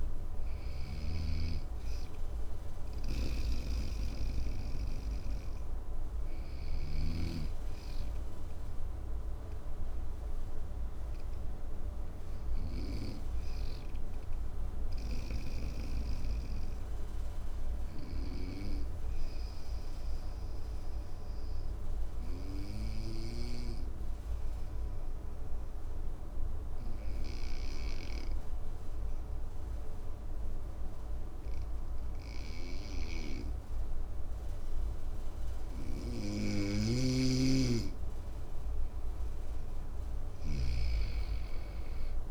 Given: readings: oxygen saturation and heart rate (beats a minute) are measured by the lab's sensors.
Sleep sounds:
breathing in sleep by a room microphone; 1
0.00-6.50 s: snoring (device-marked)
0.00-9.50 s: oxygen desaturation (device-marked, oxygen 92% lowest, heart rate 57 extreme)
7.00-35.50 s: obstructive apnea (oxygen 95% before, 94% lowest, heart rate 62 before, 57 extreme, up 3 after)
33.50-42.31 s: oxygen desaturation (device-marked, oxygen 98% before, 94% lowest, heart rate 57 before, 55 extreme)
36.00-40.50 s: snoring (device-marked)
40.00-42.31 s: arousal
From the record:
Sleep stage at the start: N2 (light sleep); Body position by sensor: on the right side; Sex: male

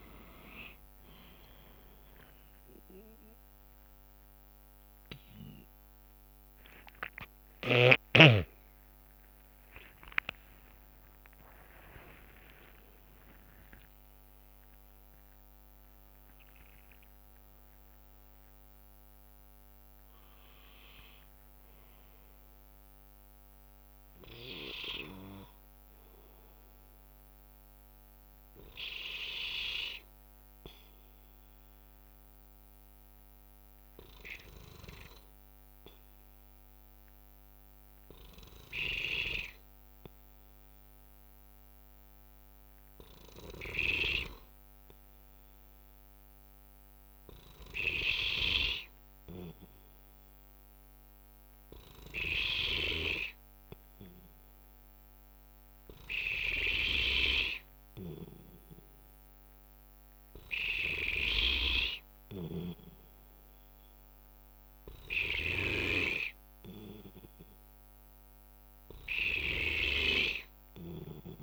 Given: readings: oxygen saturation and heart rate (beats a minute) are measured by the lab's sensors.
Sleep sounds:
breathing in sleep by a microphone on the trachea; 1
0.00-6.00 s: oxygen desaturation (device-marked, oxygen 93% lowest, heart rate 60 extreme)
0.00-16.00 s: drop in pulse transit time (device-marked, heart rate 65 before, 63 extreme)
7.00-12.50 s: arousal
12.50-14.50 s: long interval between heartbeats (device-marked, heart rate 68 before, 85 extreme)
32.50-47.50 s: hypopnea (oxygen 98% before, 93% lowest, heart rate 72 before, 61 extreme, up 1 after)
50.50-55.00 s: arousal
62.50-71.42 s: snoring (device-marked)
From the record:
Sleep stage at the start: N2 (light sleep); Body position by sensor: on the right side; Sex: male

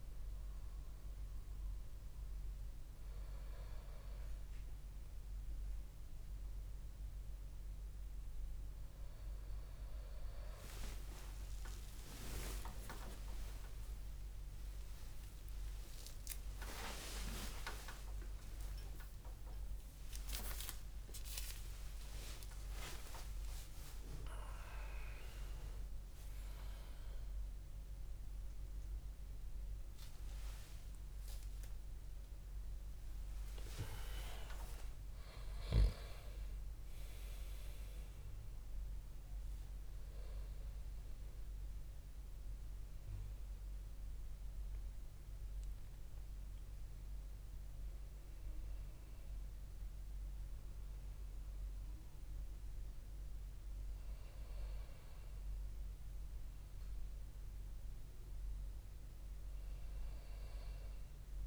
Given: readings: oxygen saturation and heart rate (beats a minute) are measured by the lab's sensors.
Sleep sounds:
a person awake in a sleep study, by a room microphone; none
13.00-15.00 s: long interval between heartbeats (device-marked, heart rate 67 before, 105 extreme)
23.00-61.47 s: new sleep stage, awake
From the record:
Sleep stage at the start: N1 (lightest sleep); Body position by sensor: on the back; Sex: male

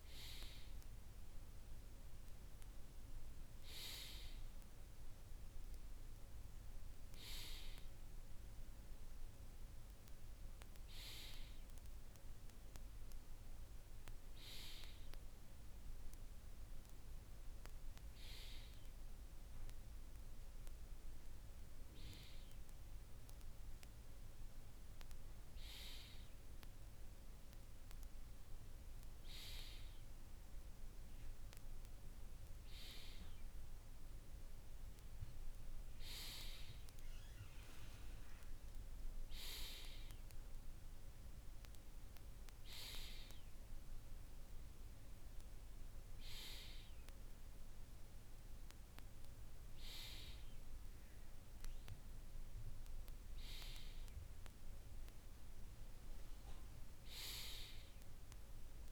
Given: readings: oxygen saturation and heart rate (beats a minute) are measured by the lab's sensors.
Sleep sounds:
breathing in sleep by a room microphone; none
none scored
From the record:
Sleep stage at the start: N2 (light sleep); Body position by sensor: on the right side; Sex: male

